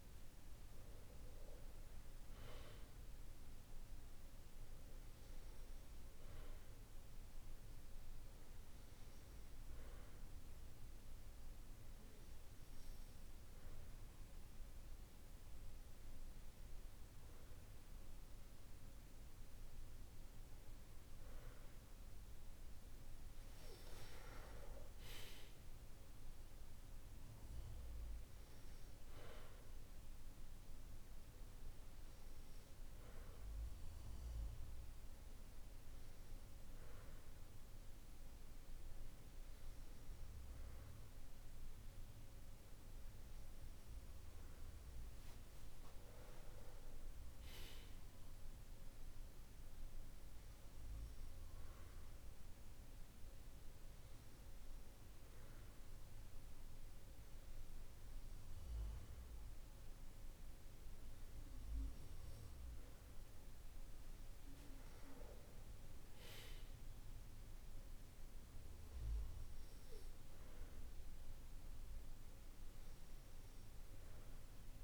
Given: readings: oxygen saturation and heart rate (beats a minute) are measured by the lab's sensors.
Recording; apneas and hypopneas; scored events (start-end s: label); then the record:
breathing in sleep, hard to hear, by a room microphone; none
none scored
From the record:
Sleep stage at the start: N2 (light sleep); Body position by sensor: on the back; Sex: male